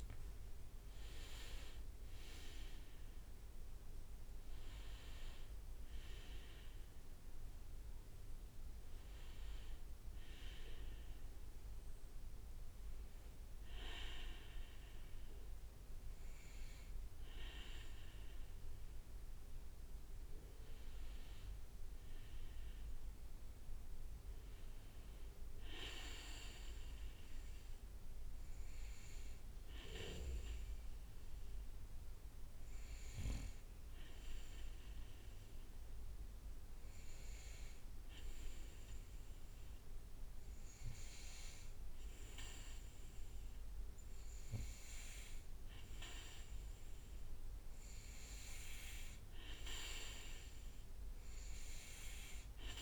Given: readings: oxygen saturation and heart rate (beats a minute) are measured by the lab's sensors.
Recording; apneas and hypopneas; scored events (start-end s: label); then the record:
breathing in sleep by a room microphone; 1
23.50-27.00 s: arousal
30.00-42.50 s: hypopnea (oxygen 98% before, 95% lowest, heart rate 63 before, 61 extreme, up 2 after)
47.00-51.00 s: arousal
From the record:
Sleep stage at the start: N2 (light sleep); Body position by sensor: on the back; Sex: male